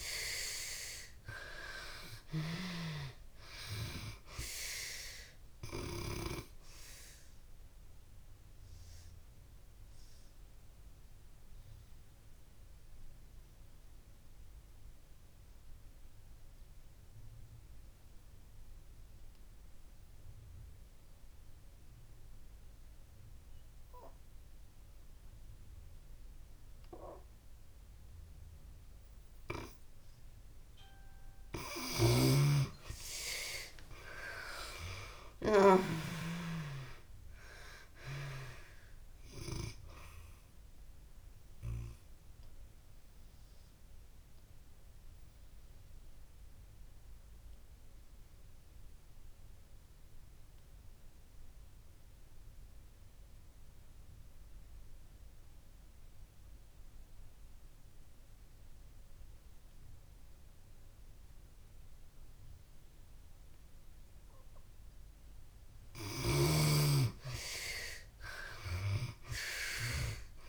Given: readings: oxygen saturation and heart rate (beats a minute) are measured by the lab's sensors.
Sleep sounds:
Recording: breathing in sleep by a room microphone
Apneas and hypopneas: 2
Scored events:
0.00-1.50 s: arousal
0.00-28.00 s: oxygen desaturation (device-marked, oxygen 71% lowest)
6.50-30.00 s: obstructive apnea (oxygen 95% before, 70% lowest)
30.00-64.00 s: oxygen desaturation (device-marked, oxygen 94% before, 70% lowest)
32.50-35.50 s: arousal
41.50-65.00 s: obstructive apnea (oxygen 94% before, 70% lowest)
66.00-70.49 s: oxygen desaturation (device-marked, oxygen 95% before, 71% lowest)
67.00-70.49 s: arousal
From the record:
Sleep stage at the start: N2 (light sleep)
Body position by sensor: on the back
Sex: female

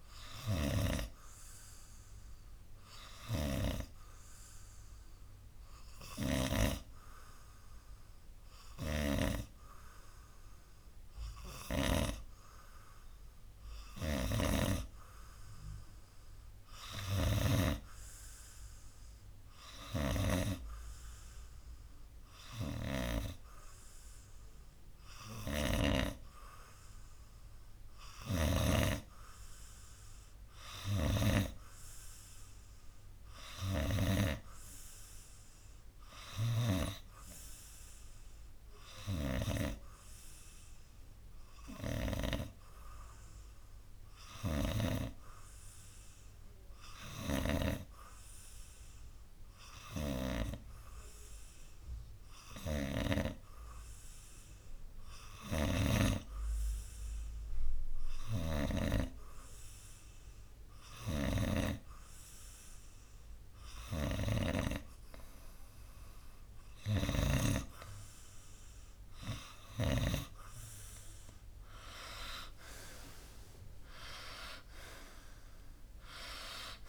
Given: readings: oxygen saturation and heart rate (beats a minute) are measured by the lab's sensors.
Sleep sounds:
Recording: breathing in sleep by a room microphone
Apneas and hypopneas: 2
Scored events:
0.00-4.50 s: oxygen desaturation (device-marked, oxygen 93% lowest, heart rate 63 extreme)
0.50-18.00 s: snoring (device-marked)
3.00-15.00 s: obstructive apnea (oxygen 97% before, 93% lowest, heart rate 66 before, 63 extreme, up 0 after)
16.50-19.00 s: arousal
20.00-29.00 s: snoring (device-marked)
31.00-34.50 s: snoring (device-marked)
39.50-64.00 s: hypopnea (oxygen 95% before, 91% lowest, heart rate 65 before, 64 extreme, up 1 after)
58.50-70.50 s: snoring (device-marked)
72.00-75.00 s: arousal
From the record:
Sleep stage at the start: N2 (light sleep)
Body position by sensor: on the right side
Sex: male

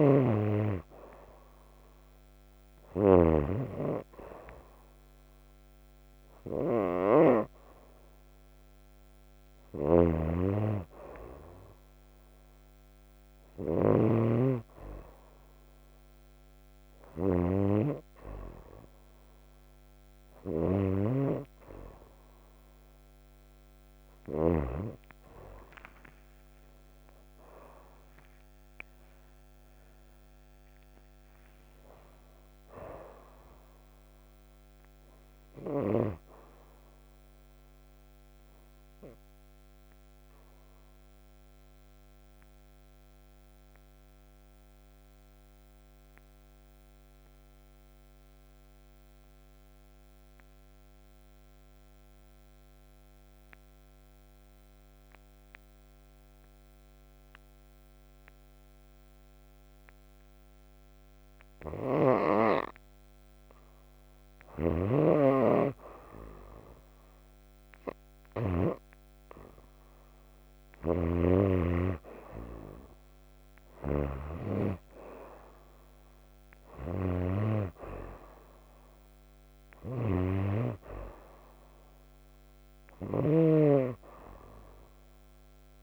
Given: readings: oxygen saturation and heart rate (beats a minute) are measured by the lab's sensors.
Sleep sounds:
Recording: breathing in sleep by a microphone on the trachea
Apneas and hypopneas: 1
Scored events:
0.00-3.00 s: snoring (device-marked)
0.00-30.00 s: oxygen desaturation (device-marked, oxygen 89% lowest, heart rate 56 extreme)
9.50-24.50 s: snoring (device-marked)
25.50-31.00 s: arousal
39.00-62.00 s: obstructive apnea (oxygen 95% before, 84% lowest, heart rate 59 before, 57 extreme, up 7 after)
63.00-85.83 s: oxygen desaturation (device-marked, oxygen 97% before, 84% lowest, heart rate 61 before, 54 extreme)
64.00-67.00 s: arousal
64.00-68.50 s: snoring (device-marked)
70.50-85.83 s: snoring (device-marked)
From the record:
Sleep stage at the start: N2 (light sleep)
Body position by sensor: on the right side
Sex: female

